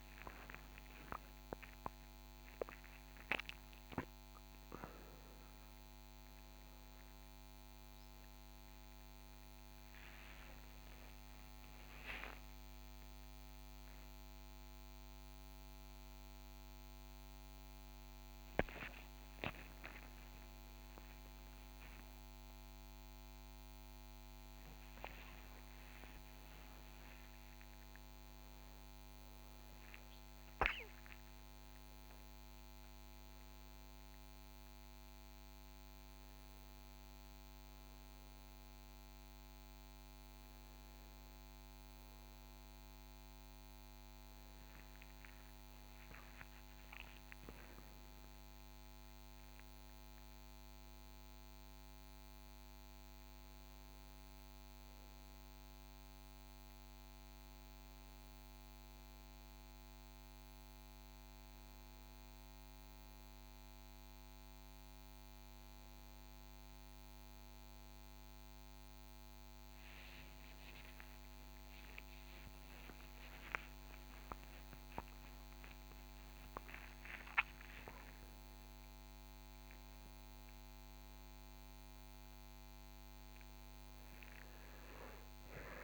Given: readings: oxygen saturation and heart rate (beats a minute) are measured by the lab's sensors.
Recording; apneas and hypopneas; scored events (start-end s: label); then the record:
a person partly awake in a sleep study, by a microphone on the trachea; none
13.00-43.00 s: new sleep stage, awake
43.00-85.84 s: new sleep stage, N1 (lightest sleep)
72.50-76.00 s: arousal
From the record:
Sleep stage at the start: N1 (lightest sleep); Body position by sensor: on the back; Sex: male